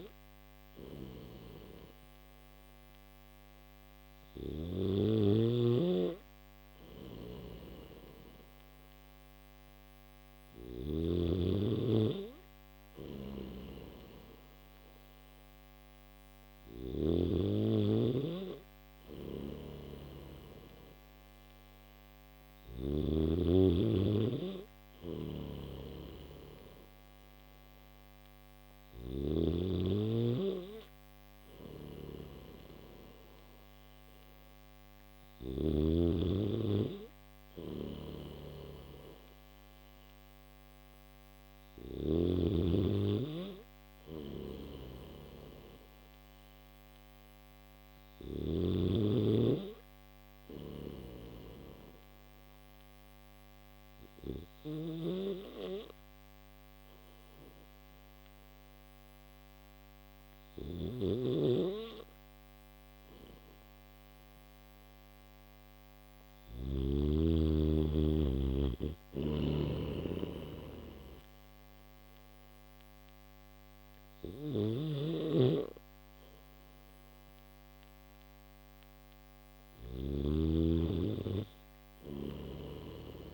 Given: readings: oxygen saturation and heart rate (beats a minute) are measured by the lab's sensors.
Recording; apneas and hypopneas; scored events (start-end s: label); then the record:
breathing in sleep by a microphone on the trachea; none
0.00-16.50 s: snoring (device-marked)
18.50-22.50 s: snoring (device-marked)
24.50-35.00 s: snoring (device-marked)
37.00-41.50 s: snoring (device-marked)
43.50-48.00 s: snoring (device-marked)
50.00-66.50 s: snoring (device-marked)
68.50-79.50 s: snoring (device-marked)
81.50-83.34 s: snoring (device-marked)
From the record:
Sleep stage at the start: N3 (deep sleep); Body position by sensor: on the back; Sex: male